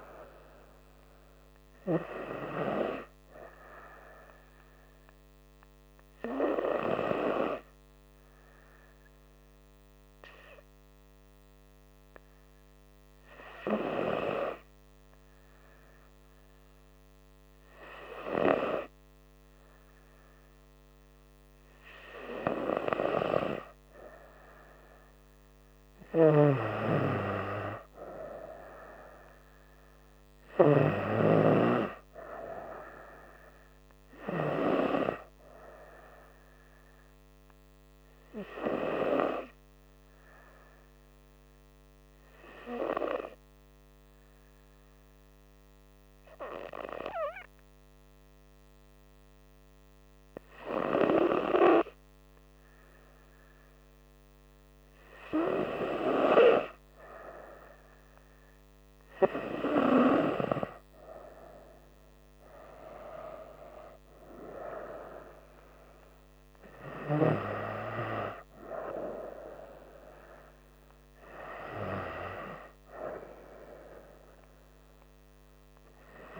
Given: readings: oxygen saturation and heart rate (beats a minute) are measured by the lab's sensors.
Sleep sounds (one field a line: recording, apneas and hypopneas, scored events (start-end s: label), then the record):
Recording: breathing in sleep by a microphone on the trachea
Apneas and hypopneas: 2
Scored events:
5.00-22.00 s: hypopnea (oxygen 98% before, 95% lowest, heart rate 68 before, 65 extreme, up 5 after)
24.50-27.50 s: arousal
40.50-54.00 s: hypopnea (oxygen 97% before, 96% lowest, heart rate 68 before, 65 extreme, up 1 after)
55.50-58.50 s: arousal
From the record:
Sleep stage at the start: N2 (light sleep)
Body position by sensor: on the right side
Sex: female